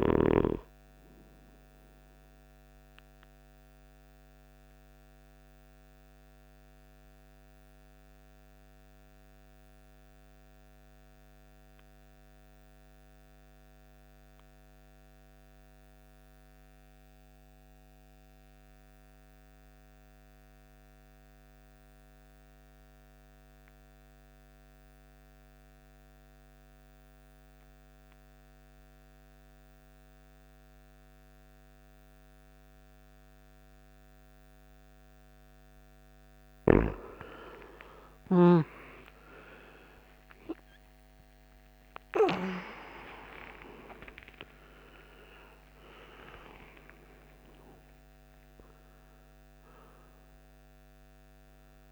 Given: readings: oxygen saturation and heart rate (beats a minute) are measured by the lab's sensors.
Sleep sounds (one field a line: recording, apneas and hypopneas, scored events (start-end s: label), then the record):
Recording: breathing in sleep by a microphone on the trachea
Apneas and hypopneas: 1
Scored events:
2.00-34.50 s: obstructive apnea (oxygen 99% before, 82% lowest, heart rate 55 before, 55 extreme)
2.50-51.92 s: oxygen desaturation (device-marked, oxygen 97% before, 82% lowest, heart rate 55 before, 53 extreme)
38.00-45.50 s: arousal
From the record:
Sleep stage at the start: REM sleep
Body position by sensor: on the right side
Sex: male